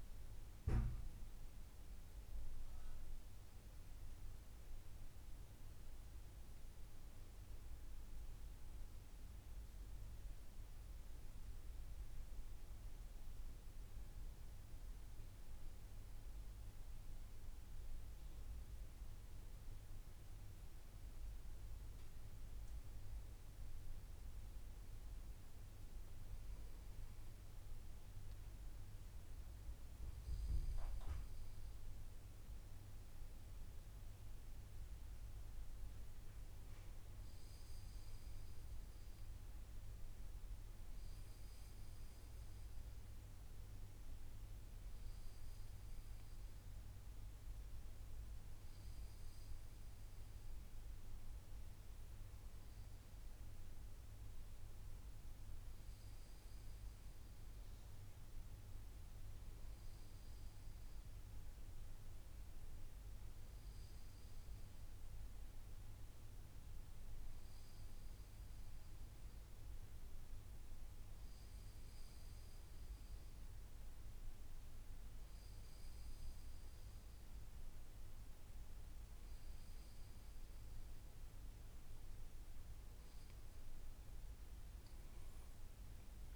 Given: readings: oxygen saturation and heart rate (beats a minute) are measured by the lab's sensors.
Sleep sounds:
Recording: breathing in sleep, hard to hear, by a room microphone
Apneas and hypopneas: none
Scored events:
0.00-3.00 s: oxygen desaturation (device-marked, oxygen 93% lowest, heart rate 61 extreme)
From the record:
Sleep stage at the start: N2 (light sleep)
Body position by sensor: on the back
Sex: male

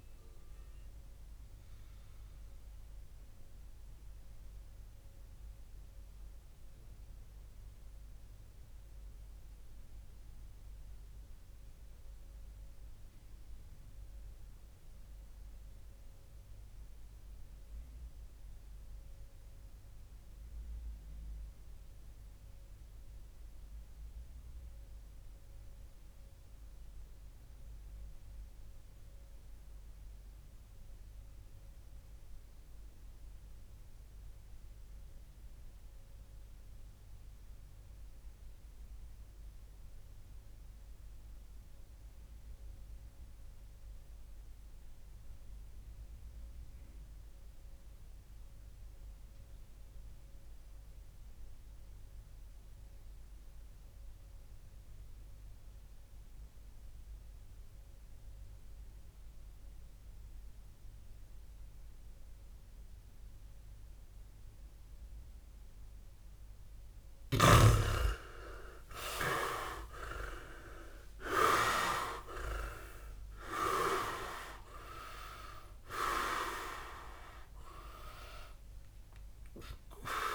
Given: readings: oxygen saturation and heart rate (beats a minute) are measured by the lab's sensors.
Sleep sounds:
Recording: breathing in sleep by a room microphone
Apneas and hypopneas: 1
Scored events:
0.50-66.50 s: obstructive apnea (oxygen 100% before, 90% lowest, heart rate 60 before, 49 extreme)
55.00-80.35 s: oxygen desaturation (device-marked, oxygen 98% before, 90% lowest, heart rate 50 before, 49 extreme)
68.50-72.50 s: arousal
From the record:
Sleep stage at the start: N2 (light sleep)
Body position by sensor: on the back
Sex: male

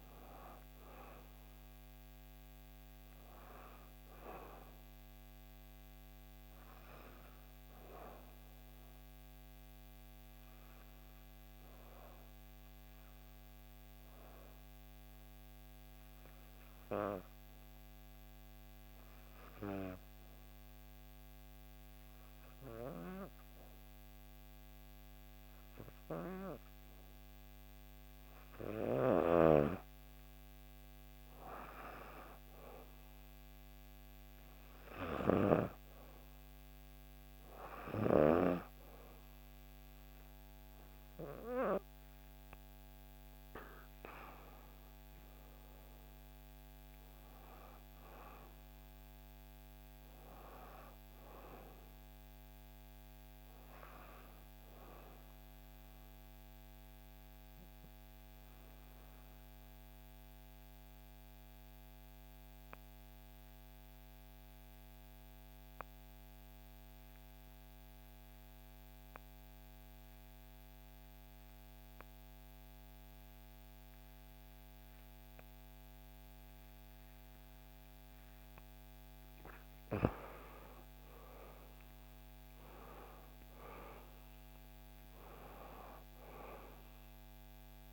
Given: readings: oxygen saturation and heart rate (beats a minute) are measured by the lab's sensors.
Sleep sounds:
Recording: breathing in sleep by a microphone on the trachea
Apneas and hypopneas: 2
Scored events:
0.00-16.00 s: oxygen desaturation (device-marked, oxygen 90% lowest, heart rate 57 extreme)
6.00-27.00 s: obstructive apnea (oxygen 97% before, 90% lowest, heart rate 61 before, 57 extreme, up 0 after)
27.00-32.00 s: arousal
32.00-50.00 s: oxygen desaturation (device-marked, oxygen 97% before, 91% lowest, heart rate 59 before, 59 extreme)
55.50-78.00 s: obstructive apnea (oxygen 96% before, 88% lowest, heart rate 61 before, 57 extreme, up 6 after)
76.00-87.93 s: oxygen desaturation (device-marked, oxygen 97% before, 88% lowest, heart rate 59 before, 57 extreme)
80.00-84.00 s: arousal
From the record:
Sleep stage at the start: N2 (light sleep)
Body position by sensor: on the back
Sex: female

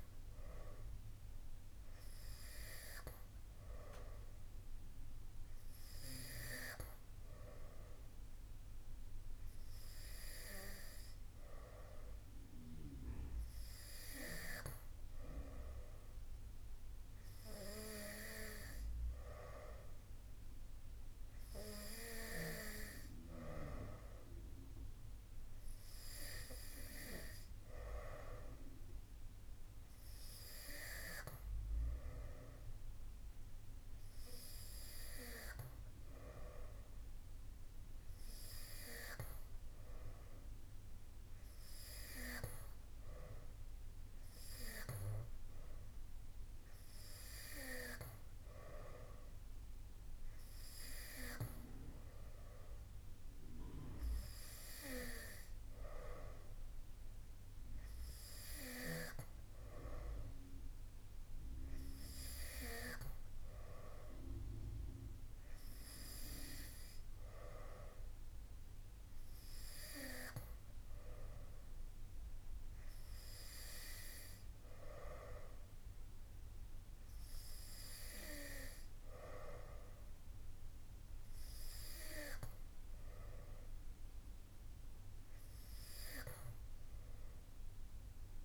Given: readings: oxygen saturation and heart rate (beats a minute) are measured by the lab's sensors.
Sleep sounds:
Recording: breathing in sleep by a room microphone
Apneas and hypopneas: none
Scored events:
none scored
From the record:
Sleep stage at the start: N2 (light sleep)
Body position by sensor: on the back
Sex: male

